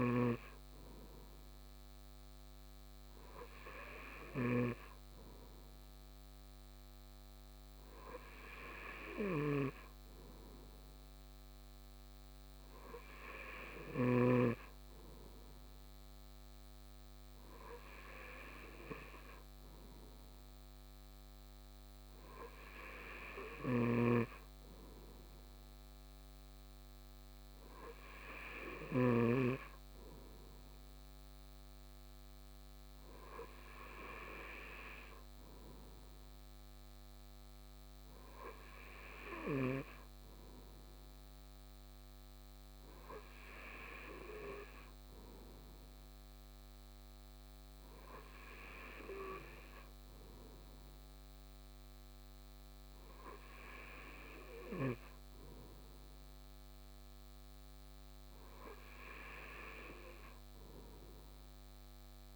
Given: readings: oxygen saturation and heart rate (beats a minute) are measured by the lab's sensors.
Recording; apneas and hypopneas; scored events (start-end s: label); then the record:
breathing in sleep by a microphone on the trachea; none
none scored
From the record:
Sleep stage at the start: N2 (light sleep); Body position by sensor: on the right side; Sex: male